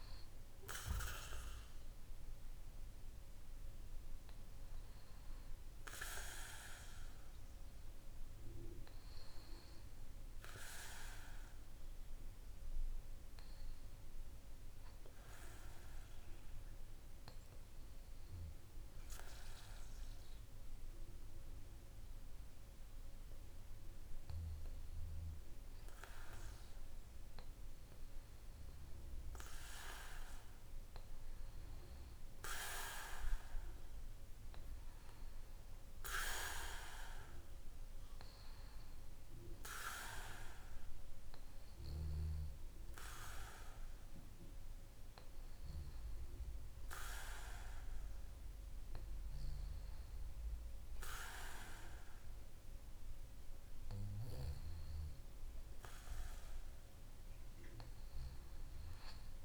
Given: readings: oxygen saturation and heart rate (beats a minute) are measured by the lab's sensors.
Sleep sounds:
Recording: breathing in sleep by a room microphone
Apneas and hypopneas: 1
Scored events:
11.00-27.00 s: hypopnea (oxygen 96% before, 92% lowest, heart rate 56 before, 48 extreme, up 4 after)
30.50-35.00 s: arousal
41.00-52.00 s: oxygen desaturation (device-marked, oxygen 96% before, 92% lowest, heart rate 51 before, 50 extreme)
From the record:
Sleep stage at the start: N1 (lightest sleep)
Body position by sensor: on the back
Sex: male

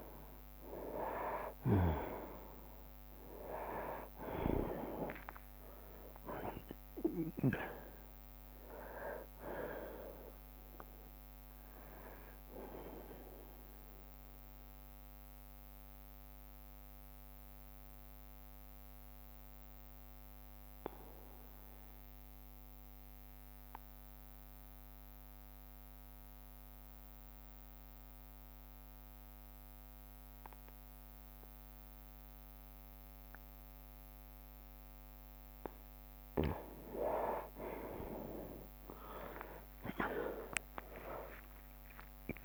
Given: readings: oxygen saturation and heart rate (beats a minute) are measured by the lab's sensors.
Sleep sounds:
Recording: breathing in sleep by a microphone on the trachea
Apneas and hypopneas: 1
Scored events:
0.00-3.50 s: arousal
0.00-12.00 s: drop in pulse transit time (device-marked, heart rate 67 extreme)
0.00-27.00 s: oxygen desaturation (device-marked, oxygen 90% lowest, heart rate 59 extreme)
12.00-35.00 s: obstructive apnea (oxygen 98% before, 90% lowest, heart rate 67 before, 59 extreme, up 19 after)
36.00-42.44 s: oxygen desaturation (device-marked, oxygen 98% before, 91% lowest, heart rate 60 before, 59 extreme)
38.50-42.44 s: arousal
40.50-42.44 s: long interval between heartbeats (device-marked, heart rate 60 before, 76 extreme)
41.00-42.44 s: drop in pulse transit time (device-marked, heart rate 61 before, 71 extreme)
From the record:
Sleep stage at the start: N2 (light sleep)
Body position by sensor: on the right side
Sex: male

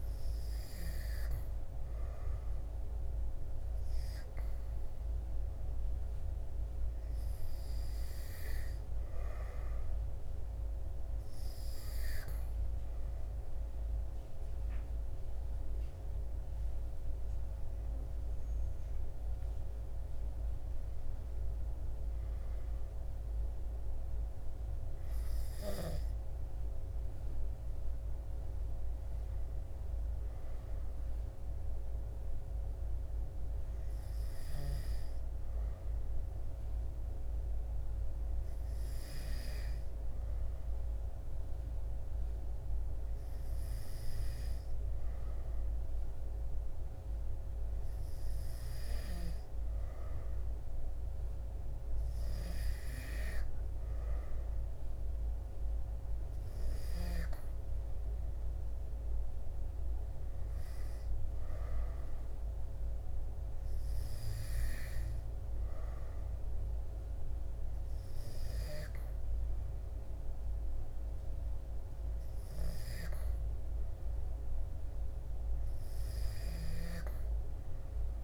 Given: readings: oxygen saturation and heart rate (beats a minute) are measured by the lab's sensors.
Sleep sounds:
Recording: breathing in sleep, hard to hear, by a room microphone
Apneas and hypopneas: none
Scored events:
15.50-18.50 s: arousal
From the record:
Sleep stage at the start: N2 (light sleep)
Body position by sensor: on the back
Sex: male

